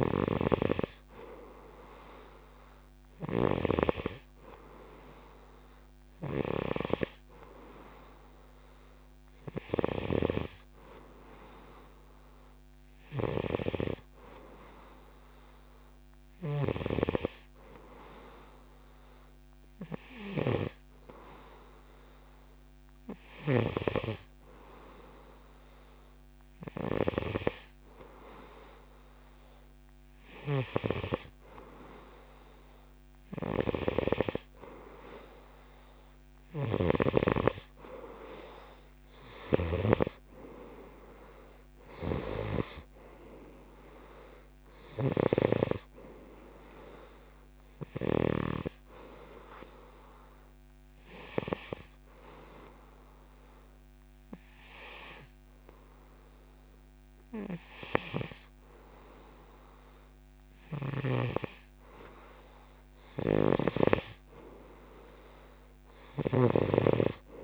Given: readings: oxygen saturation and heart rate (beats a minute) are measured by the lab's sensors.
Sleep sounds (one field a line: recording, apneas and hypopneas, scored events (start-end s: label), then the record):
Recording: breathing in sleep by a microphone on the trachea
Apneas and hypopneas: 1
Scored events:
0.00-24.00 s: snoring (device-marked)
33.50-40.00 s: snoring (device-marked)
42.00-48.50 s: snoring (device-marked)
47.50-62.00 s: obstructive apnea (oxygen 95% before, 92% lowest, heart rate 65 before, 63 extreme, up 3 after)
60.50-64.00 s: snoring (device-marked)
66.00-67.44 s: snoring (device-marked)
From the record:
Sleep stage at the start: N2 (light sleep)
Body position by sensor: on the right side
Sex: male